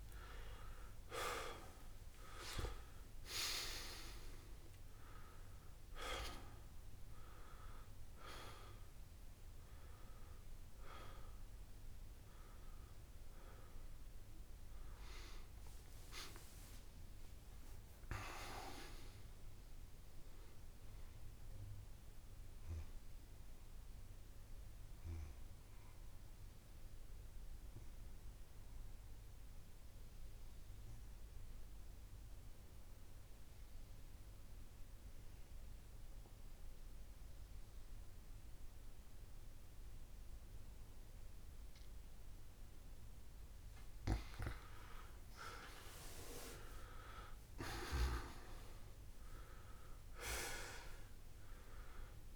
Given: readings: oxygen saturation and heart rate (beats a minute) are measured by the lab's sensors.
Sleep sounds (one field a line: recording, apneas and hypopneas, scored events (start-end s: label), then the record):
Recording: breathing in sleep by a room microphone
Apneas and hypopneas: 1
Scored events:
0.00-1.00 s: arousal
0.00-16.50 s: oxygen desaturation (device-marked, oxygen 90% lowest)
28.00-44.00 s: obstructive apnea (oxygen 94% before, 91% lowest)
46.50-49.50 s: arousal
50.50-52.36 s: oxygen desaturation (device-marked, oxygen 99% before, 93% lowest)
From the record:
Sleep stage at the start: N2 (light sleep)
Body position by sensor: on the back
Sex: male